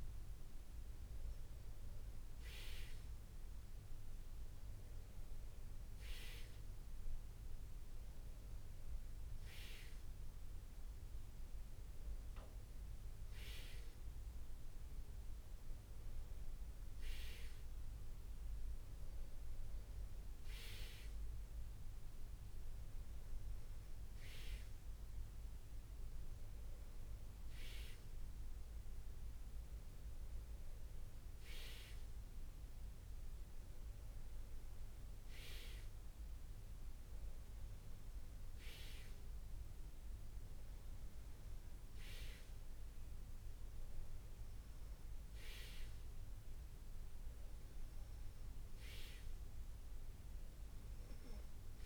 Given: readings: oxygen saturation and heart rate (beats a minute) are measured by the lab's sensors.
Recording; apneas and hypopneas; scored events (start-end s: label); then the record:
breathing in sleep by a room microphone; none
none scored
From the record:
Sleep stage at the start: N2 (light sleep); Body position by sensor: on the back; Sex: male